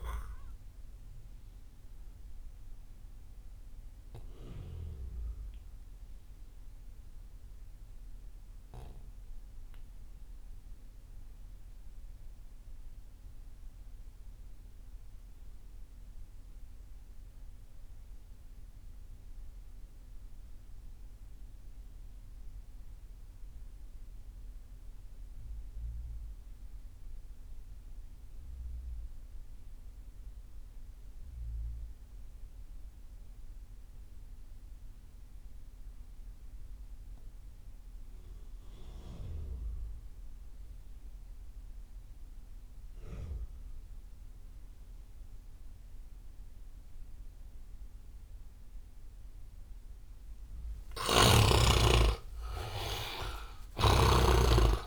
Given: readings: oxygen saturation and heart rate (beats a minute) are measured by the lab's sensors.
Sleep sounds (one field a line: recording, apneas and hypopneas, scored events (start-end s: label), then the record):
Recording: breathing in sleep by a room microphone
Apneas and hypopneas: 1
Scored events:
0.00-11.50 s: oxygen desaturation (device-marked, oxygen 73% lowest)
1.50-49.50 s: obstructive apnea (oxygen 99% before, 66% lowest)
21.50-54.87 s: oxygen desaturation (device-marked, oxygen 99% before, 66% lowest)
51.50-54.87 s: arousal
53.50-54.87 s: snoring (device-marked)
From the record:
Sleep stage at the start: REM sleep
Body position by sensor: on the right side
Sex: male